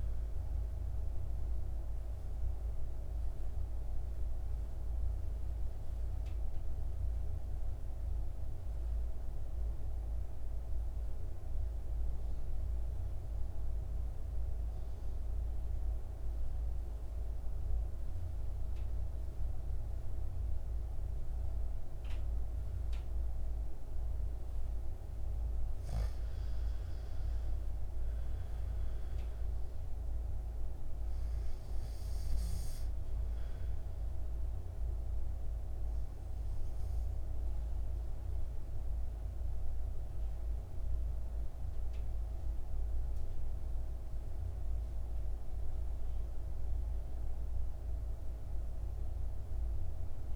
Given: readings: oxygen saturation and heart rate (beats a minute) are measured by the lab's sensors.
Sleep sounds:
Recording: breathing in sleep, hard to hear, by a room microphone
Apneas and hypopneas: 1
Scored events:
0.00-20.00 s: oxygen desaturation (device-marked, oxygen 87% lowest, heart rate 50 extreme)
0.50-25.00 s: mixed apnea (oxygen 99% before, 87% lowest, heart rate 60 before, 50 extreme, up 6 after)
27.50-31.00 s: arousal
33.00-50.36 s: oxygen desaturation (device-marked, oxygen 99% before, 88% lowest, heart rate 55 before, 50 extreme)
From the record:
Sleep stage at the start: N2 (light sleep)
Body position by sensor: on the back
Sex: male

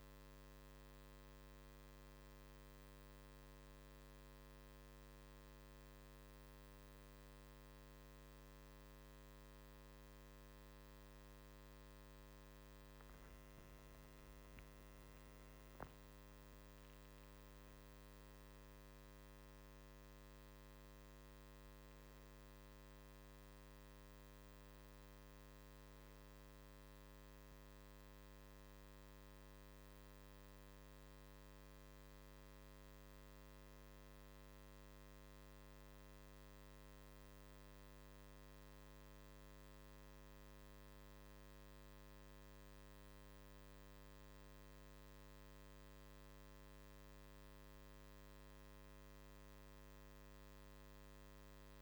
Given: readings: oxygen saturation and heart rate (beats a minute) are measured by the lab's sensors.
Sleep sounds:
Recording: breathing in sleep, hard to hear, by a microphone on the trachea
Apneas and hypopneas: none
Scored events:
none scored
From the record:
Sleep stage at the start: REM sleep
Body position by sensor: on the right side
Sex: male

